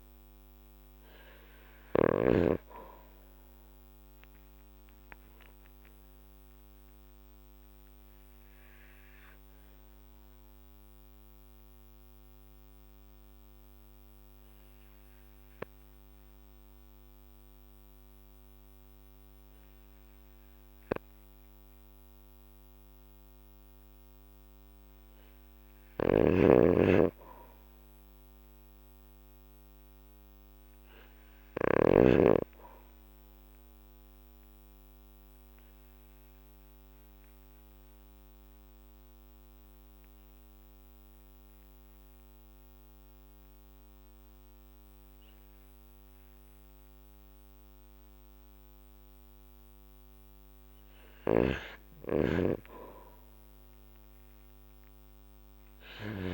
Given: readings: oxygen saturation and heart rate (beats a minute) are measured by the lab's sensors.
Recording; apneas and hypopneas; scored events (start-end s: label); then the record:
breathing in sleep by a microphone on the trachea; 2
0.00-2.00 s: oxygen desaturation (device-marked, oxygen 94% lowest, heart rate 47 extreme)
4.00-23.00 s: obstructive apnea (oxygen 98% before, 92% lowest, heart rate 52 before, 47 extreme, up 3 after)
25.50-30.00 s: arousal
25.50-31.50 s: snoring (device-marked)
29.00-49.00 s: oxygen desaturation (device-marked, oxygen 97% before, 92% lowest, heart rate 49 before, 46 extreme)
35.00-51.00 s: obstructive apnea (oxygen 97% before, 92% lowest, heart rate 49 before, 45 extreme, up 9 after)
51.00-56.00 s: snoring (device-marked)
53.50-56.34 s: arousal
From the record:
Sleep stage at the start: N2 (light sleep); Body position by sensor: on the back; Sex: male